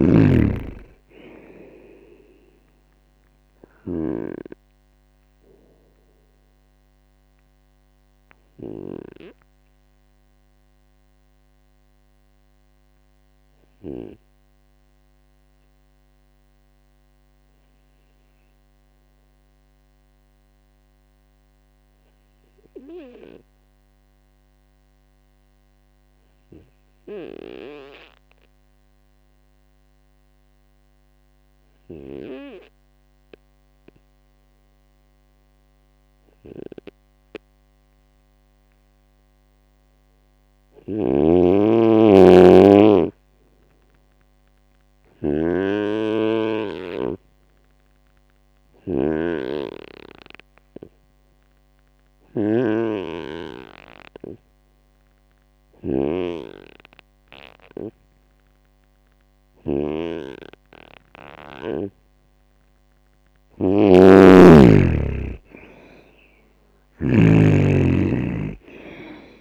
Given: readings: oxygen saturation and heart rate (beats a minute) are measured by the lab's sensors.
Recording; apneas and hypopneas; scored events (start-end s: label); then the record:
breathing in sleep by a microphone on the trachea; 1
0.00-9.00 s: snoring (device-marked)
4.50-60.50 s: obstructive apnea (oxygen 98% before, 91% lowest, heart rate 72 before, 57 extreme, up 6 after)
40.50-69.41 s: snoring (device-marked)
66.00-69.41 s: arousal
From the record:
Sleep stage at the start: N2 (light sleep); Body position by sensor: on the right side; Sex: male